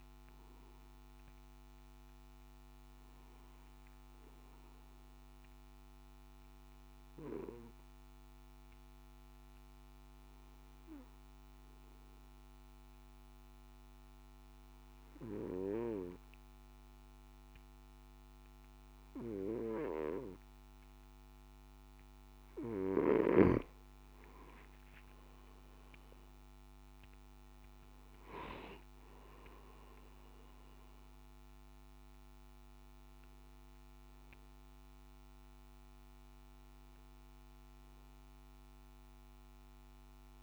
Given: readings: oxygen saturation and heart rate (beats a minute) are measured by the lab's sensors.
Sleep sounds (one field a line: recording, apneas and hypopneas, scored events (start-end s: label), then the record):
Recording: breathing in sleep by a microphone on the trachea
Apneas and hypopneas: 1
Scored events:
6.00-24.50 s: obstructive apnea (oxygen 98% before, 92% lowest, heart rate 55 before, 53 extreme, up 12 after)
26.50-39.50 s: oxygen desaturation (device-marked, oxygen 96% before, 92% lowest, heart rate 55 before, 56 extreme)
From the record:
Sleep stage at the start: N3 (deep sleep)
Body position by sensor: on the back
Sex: male